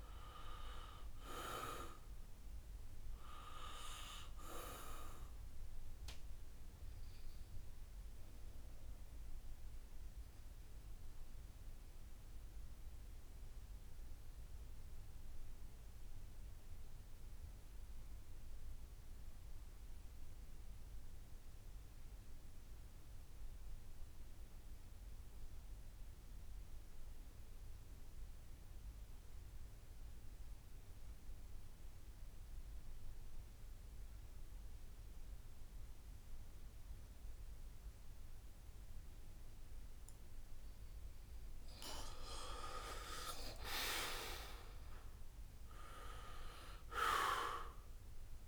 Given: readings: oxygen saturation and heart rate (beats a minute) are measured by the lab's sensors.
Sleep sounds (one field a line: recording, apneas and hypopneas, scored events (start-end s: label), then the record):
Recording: breathing in sleep by a room microphone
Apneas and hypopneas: 1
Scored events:
0.00-18.00 s: oxygen desaturation (device-marked, oxygen 83% lowest, heart rate 68 extreme)
7.50-39.50 s: obstructive apnea (oxygen 95% before, 81% lowest, heart rate 73 before, 66 extreme, up 4 after)
34.00-48.48 s: oxygen desaturation (device-marked, oxygen 96% before, 81% lowest, heart rate 70 before, 66 extreme)
43.50-47.00 s: arousal
From the record:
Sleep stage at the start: N2 (light sleep)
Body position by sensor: on the back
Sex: male